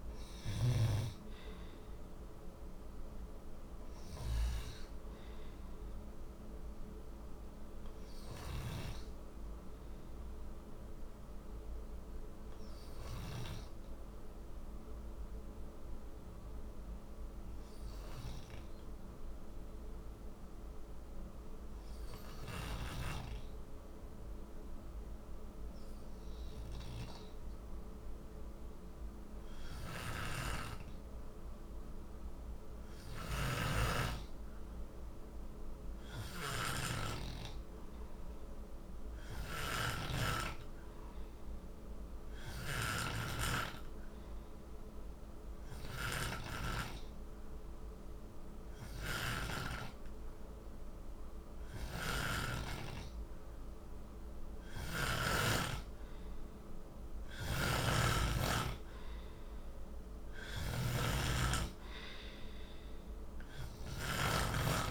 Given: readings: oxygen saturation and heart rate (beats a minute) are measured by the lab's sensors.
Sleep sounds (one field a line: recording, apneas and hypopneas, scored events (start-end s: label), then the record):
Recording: breathing in sleep by a room microphone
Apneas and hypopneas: 1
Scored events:
6.00-27.00 s: obstructive apnea (heart rate 63 before, 52 extreme, up 4 after)
28.50-32.00 s: arousal
33.00-49.50 s: snoring (device-marked)
51.50-55.00 s: snoring (device-marked)
57.00-64.91 s: snoring (device-marked)
From the record:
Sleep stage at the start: N2 (light sleep)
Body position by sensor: on the back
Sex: male